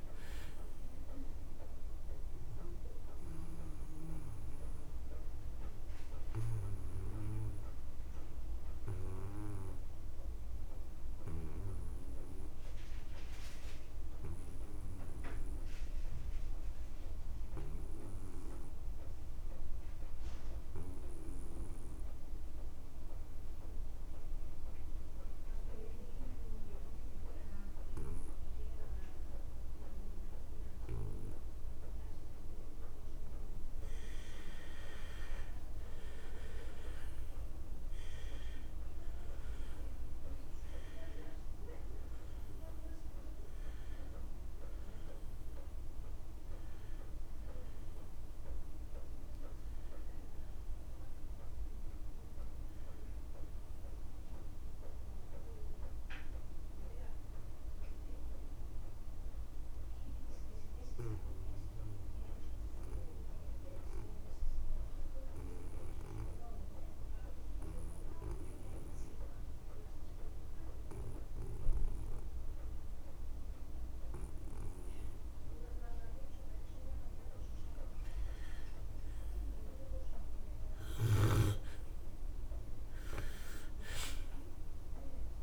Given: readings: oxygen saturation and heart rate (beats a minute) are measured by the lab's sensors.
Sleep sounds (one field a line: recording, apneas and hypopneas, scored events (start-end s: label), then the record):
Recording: breathing in sleep by a room microphone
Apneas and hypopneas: 2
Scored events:
3.50-19.50 s: oxygen desaturation (device-marked, oxygen 98% before, 90% lowest)
5.00-32.50 s: obstructive apnea (oxygen 98% before, 80% lowest)
30.50-72.50 s: oxygen desaturation (device-marked, oxygen 95% before, 80% lowest)
34.50-38.50 s: arousal
55.50-76.50 s: obstructive apnea (oxygen 95% before, 80% lowest)
79.50-83.00 s: arousal
From the record:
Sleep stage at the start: N2 (light sleep)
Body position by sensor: on the back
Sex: male